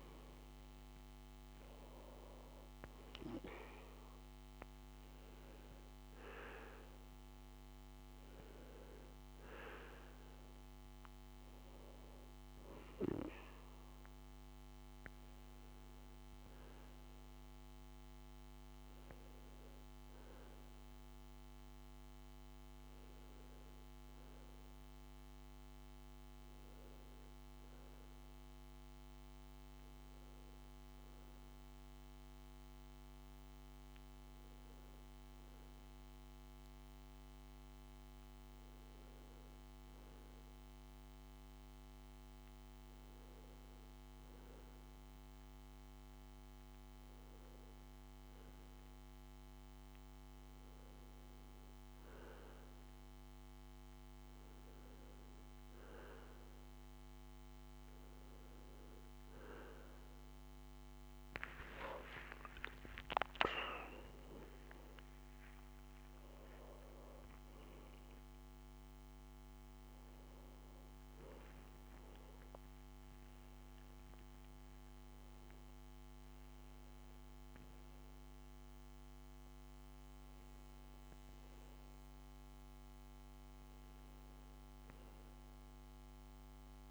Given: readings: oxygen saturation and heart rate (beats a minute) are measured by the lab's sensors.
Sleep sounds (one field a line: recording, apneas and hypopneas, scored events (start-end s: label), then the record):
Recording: a person partly awake in a sleep study, by a microphone on the trachea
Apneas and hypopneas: 1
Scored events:
0.00-20.00 s: oxygen desaturation (device-marked, oxygen 87% lowest, heart rate 56 extreme)
5.00-65.00 s: new sleep stage, N1 (lightest sleep)
15.50-61.00 s: obstructive apnea (oxygen 92% before, 93% lowest, heart rate 67 before, 56 extreme, up 7 after)
65.00-86.91 s: new sleep stage, awake
From the record:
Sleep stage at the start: N2 (light sleep)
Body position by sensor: on the back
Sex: male